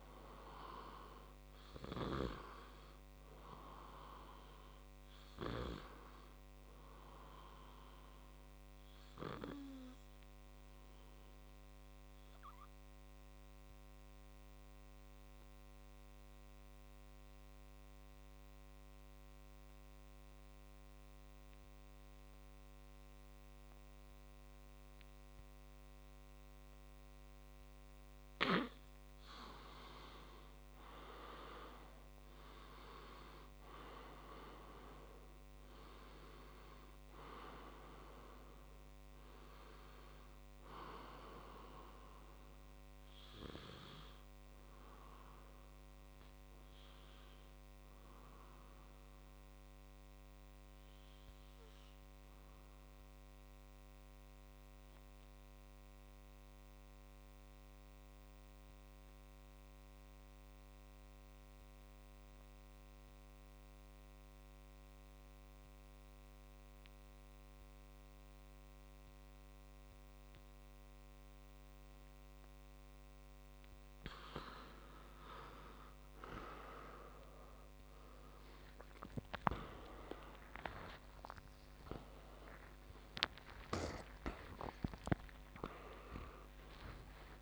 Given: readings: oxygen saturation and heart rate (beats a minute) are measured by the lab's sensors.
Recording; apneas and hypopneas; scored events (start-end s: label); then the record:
breathing in sleep by a microphone on the trachea; 2
9.00-28.00 s: obstructive apnea (oxygen 97% before, 91% lowest, heart rate 63 before, 55 extreme, up 3 after)
23.50-53.50 s: oxygen desaturation (device-marked, oxygen 98% before, 91% lowest, heart rate 61 before, 55 extreme)
31.50-36.50 s: arousal
49.50-72.50 s: obstructive apnea (oxygen 98% before, 91% lowest, heart rate 60 before, 59 extreme, up 30 after)
77.50-87.42 s: tachycardia (device-marked, heart rate 61 before, 184 extreme)
78.50-83.50 s: arousal
From the record:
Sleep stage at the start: N2 (light sleep); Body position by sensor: on the back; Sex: male